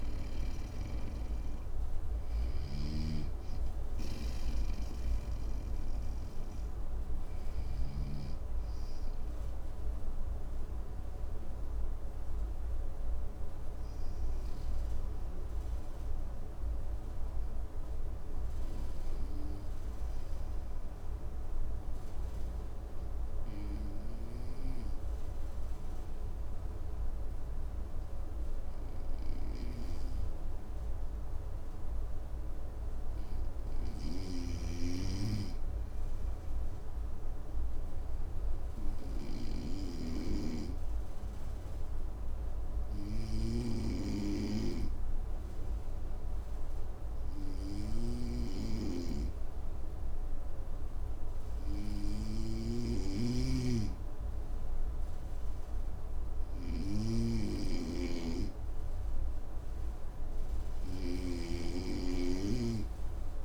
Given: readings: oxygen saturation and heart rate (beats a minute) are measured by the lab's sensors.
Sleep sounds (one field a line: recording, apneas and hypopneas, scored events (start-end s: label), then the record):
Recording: breathing in sleep by a room microphone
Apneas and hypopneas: 1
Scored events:
0.00-2.00 s: snoring (device-marked)
0.00-18.00 s: oxygen desaturation (device-marked, oxygen 93% lowest, heart rate 54 extreme)
10.00-31.00 s: obstructive apnea (oxygen 98% before, 93% lowest, heart rate 60 before, 54 extreme, up 2 after)
33.00-39.50 s: snoring (device-marked)
35.00-37.00 s: arousal
52.00-63.45 s: snoring (device-marked)
From the record:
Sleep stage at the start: N2 (light sleep)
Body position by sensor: on the front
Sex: male